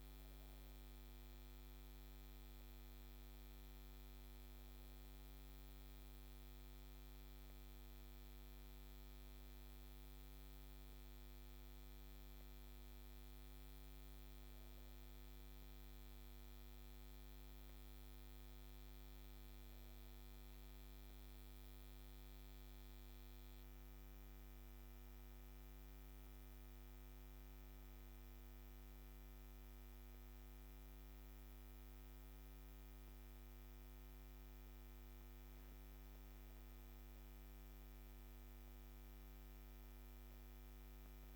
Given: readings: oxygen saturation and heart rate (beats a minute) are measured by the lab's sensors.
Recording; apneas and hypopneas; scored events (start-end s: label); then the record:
breathing in sleep, hard to hear, by a microphone on the trachea; none
24.50-29.00 s: arousal
From the record:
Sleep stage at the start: N2 (light sleep); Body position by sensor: on the back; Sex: female